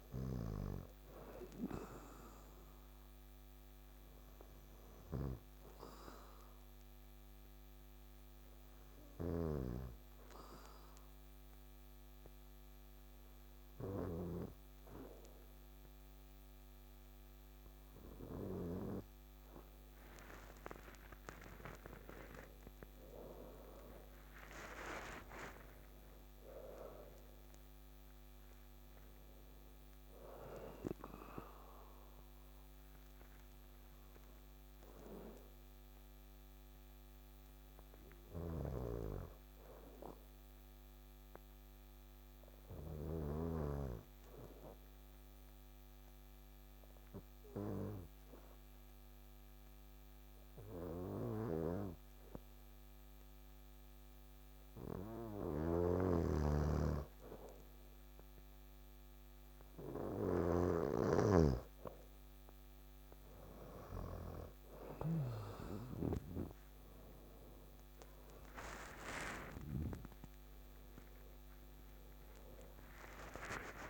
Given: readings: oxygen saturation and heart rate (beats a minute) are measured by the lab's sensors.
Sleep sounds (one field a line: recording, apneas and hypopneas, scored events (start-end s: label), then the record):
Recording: breathing in sleep by a microphone on the trachea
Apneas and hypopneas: 2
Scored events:
0.00-13.50 s: oxygen desaturation (device-marked, oxygen 91% lowest, heart rate 65 extreme)
7.50-20.50 s: obstructive apnea (oxygen 96% before, 90% lowest, heart rate 73 before, 65 extreme, up 7 after)
22.00-25.50 s: arousal
31.50-60.00 s: obstructive apnea (oxygen 98% before, 90% lowest, heart rate 69 before, 65 extreme, up 7 after)
38.00-43.00 s: snoring (device-marked)
51.00-65.00 s: snoring (device-marked)
57.50-73.90 s: oxygen desaturation (device-marked, oxygen 98% before, 90% lowest, heart rate 66 before, 64 extreme)
69.00-73.90 s: arousal
From the record:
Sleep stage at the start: N2 (light sleep)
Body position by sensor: on the back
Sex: male